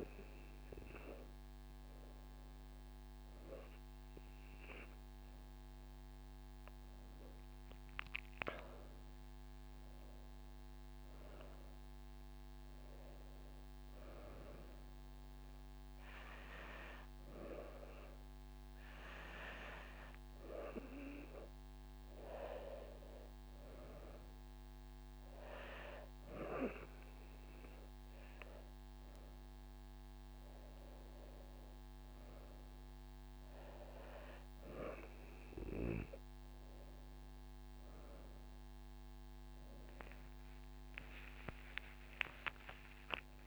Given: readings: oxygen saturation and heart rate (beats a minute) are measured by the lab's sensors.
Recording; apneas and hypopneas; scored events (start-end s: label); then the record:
breathing in sleep by a microphone on the trachea; none
0.00-6.50 s: oxygen desaturation (device-marked, oxygen 93% lowest)
22.00-24.00 s: long interval between heartbeats (device-marked)
35.00-37.00 s: long interval between heartbeats (device-marked)
41.00-43.47 s: arousal
From the record:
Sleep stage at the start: N2 (light sleep); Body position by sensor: on the back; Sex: female